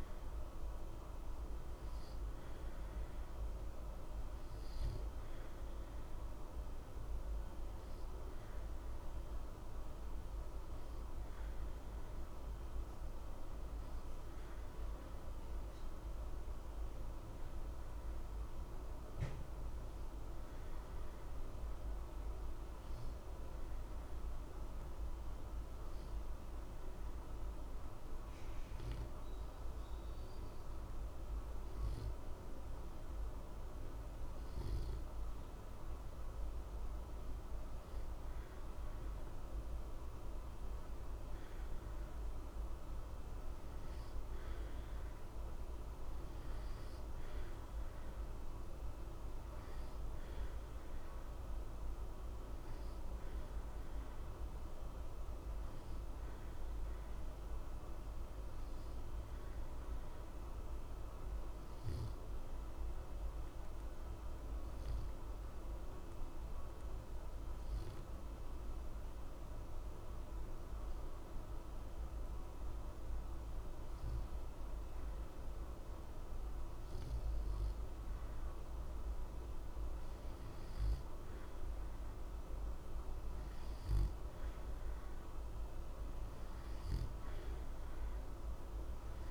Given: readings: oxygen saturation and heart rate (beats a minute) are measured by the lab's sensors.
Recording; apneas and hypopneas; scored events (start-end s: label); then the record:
breathing in sleep, hard to hear, by a room microphone; 2
5.00-21.00 s: oxygen desaturation (device-marked, oxygen 93% before, 89% lowest, heart rate 60 before, 60 extreme)
20.00-34.50 s: obstructive apnea (oxygen 93% before, 89% lowest, heart rate 60 before, 60 extreme, up 0 after)
36.00-40.00 s: arousal
57.50-74.50 s: obstructive apnea (oxygen 92% before, 89% lowest, heart rate 60 before, 60 extreme, up 0 after)
76.50-81.00 s: arousal
From the record:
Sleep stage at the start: N2 (light sleep); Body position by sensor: on the back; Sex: male